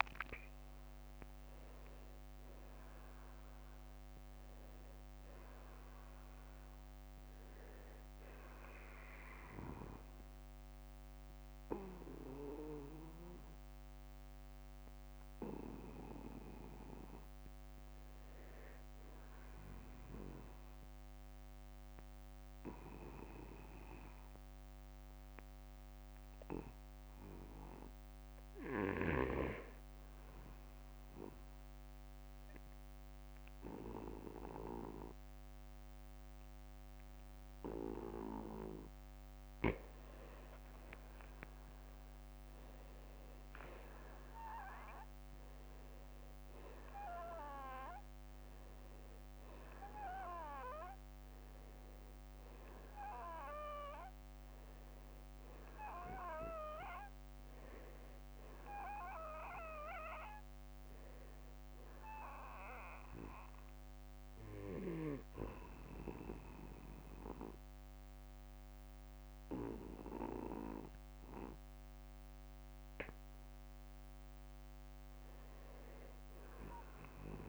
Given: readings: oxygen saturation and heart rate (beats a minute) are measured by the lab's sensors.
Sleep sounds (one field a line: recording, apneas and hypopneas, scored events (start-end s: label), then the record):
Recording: breathing in sleep by a microphone on the trachea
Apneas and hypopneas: 3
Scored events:
6.00-8.00 s: long interval between heartbeats (device-marked, heart rate 58 before, 65 extreme)
8.00-18.00 s: obstructive apnea (oxygen 95% before, 85% lowest, heart rate 59 before, 54 extreme, up 6 after)
15.50-26.50 s: oxygen desaturation (device-marked, oxygen 95% before, 91% lowest, heart rate 60 before, 48 extreme)
22.00-25.50 s: arousal
23.00-25.00 s: long interval between heartbeats (device-marked, heart rate 60 before, 61 extreme)
29.50-39.50 s: obstructive apnea (oxygen 95% before, 85% lowest, heart rate 58 before, 48 extreme, up 1 after)
30.00-32.00 s: long interval between heartbeats (device-marked, heart rate 58 before, 57 extreme)
35.50-76.50 s: oxygen desaturation (device-marked, oxygen 94% before, 85% lowest, heart rate 58 before, 48 extreme)
37.00-39.00 s: long interval between heartbeats (device-marked, heart rate 58 before, 60 extreme)
41.50-45.00 s: arousal
62.00-64.00 s: long interval between heartbeats (device-marked, heart rate 54 before, 60 extreme)
63.00-73.00 s: obstructive apnea (oxygen 94% before, 85% lowest, heart rate 54 before, 51 extreme, up 2 after)
74.00-76.00 s: long interval between heartbeats (device-marked, heart rate 59 before, 61 extreme)
74.50-77.00 s: arousal
From the record:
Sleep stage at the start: N2 (light sleep)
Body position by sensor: on the back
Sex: male